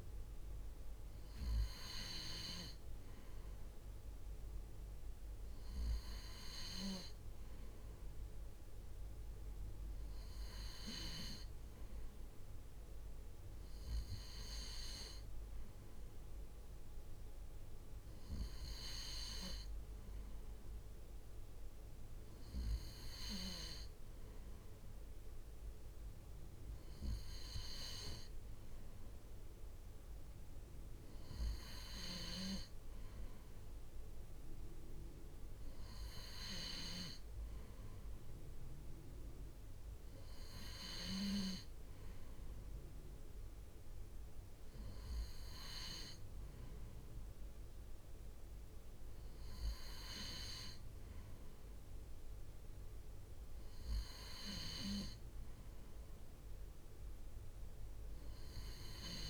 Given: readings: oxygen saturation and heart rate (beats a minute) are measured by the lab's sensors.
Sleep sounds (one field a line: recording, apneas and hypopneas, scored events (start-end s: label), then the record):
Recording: breathing in sleep by a room microphone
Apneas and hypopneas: none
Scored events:
none scored
From the record:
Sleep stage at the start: N2 (light sleep)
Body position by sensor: on the right side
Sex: male